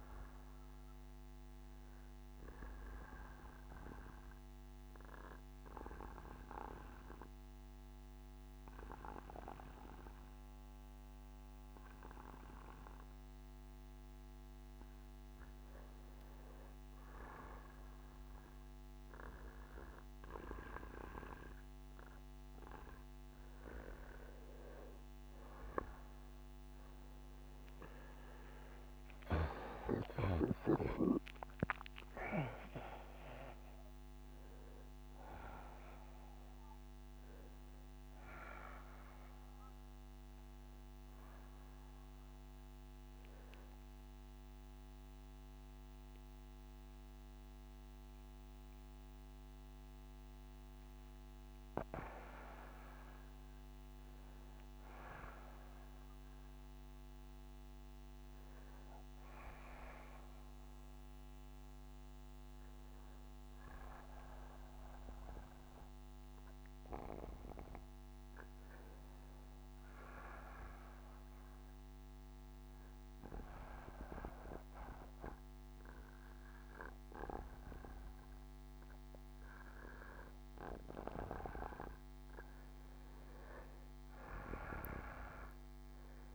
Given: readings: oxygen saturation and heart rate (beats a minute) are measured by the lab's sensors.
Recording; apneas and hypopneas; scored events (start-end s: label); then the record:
breathing in sleep by a microphone on the trachea; 2
3.50-13.50 s: obstructive apnea (oxygen 95% before, 90% lowest, heart rate 68 before, 65 extreme, up 5 after)
15.50-18.50 s: arousal
21.50-33.50 s: oxygen desaturation (device-marked, oxygen 94% before, 91% lowest, heart rate 66 before, 57 extreme)
53.00-56.50 s: arousal
58.50-60.50 s: bradycardia (device-marked, heart rate 68 before, 59 extreme)
69.00-81.50 s: obstructive apnea (oxygen 97% before, 91% lowest, heart rate 63 before, 57 extreme, up 17 after)
73.50-86.35 s: oxygen desaturation (device-marked, oxygen 97% before, 91% lowest, heart rate 63 before, 57 extreme)
76.50-81.50 s: bradycardia (device-marked, heart rate 68 before, 57 extreme)
From the record:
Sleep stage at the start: N2 (light sleep); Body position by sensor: on the back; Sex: male